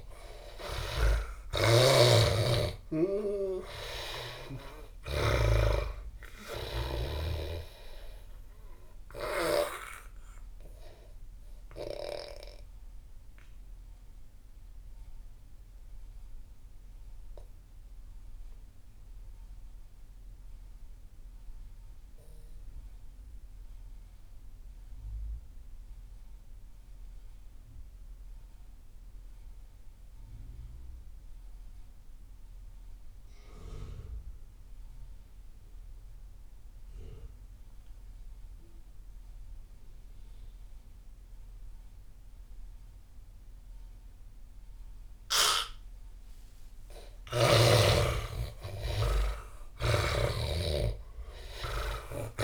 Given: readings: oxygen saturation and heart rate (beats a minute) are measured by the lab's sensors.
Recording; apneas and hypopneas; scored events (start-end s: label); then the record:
breathing in sleep by a room microphone; 1
0.00-2.00 s: snoring (device-marked)
0.00-19.00 s: oxygen desaturation (device-marked, oxygen 80% lowest)
12.00-45.50 s: mixed apnea (oxygen 97% before, 79% lowest)
36.00-52.44 s: oxygen desaturation (device-marked, oxygen 98% before, 79% lowest)
47.00-52.44 s: arousal
From the record:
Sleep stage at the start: N2 (light sleep); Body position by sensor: on the back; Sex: male